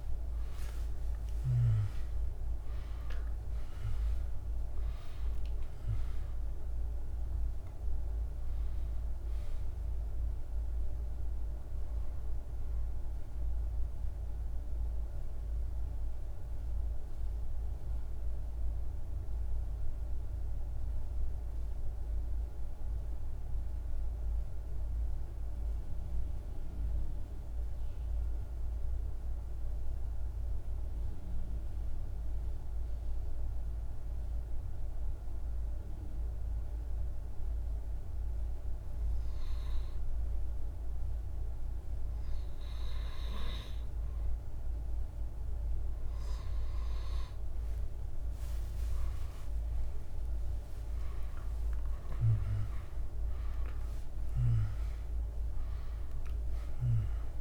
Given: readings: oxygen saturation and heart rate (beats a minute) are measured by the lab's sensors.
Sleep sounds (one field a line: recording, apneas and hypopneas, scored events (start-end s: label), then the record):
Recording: breathing in sleep, hard to hear, by a room microphone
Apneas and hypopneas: 1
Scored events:
0.00-3.50 s: arousal
0.00-25.00 s: oxygen desaturation (device-marked, oxygen 89% lowest, heart rate 46 extreme)
12.00-43.50 s: mixed apnea (oxygen 99% before, 90% lowest, heart rate 57 before, 46 extreme, up 15 after)
35.00-57.41 s: oxygen desaturation (device-marked, oxygen 100% before, 90% lowest, heart rate 47 before, 46 extreme)
47.50-53.00 s: arousal
From the record:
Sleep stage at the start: N2 (light sleep)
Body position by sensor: on the back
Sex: male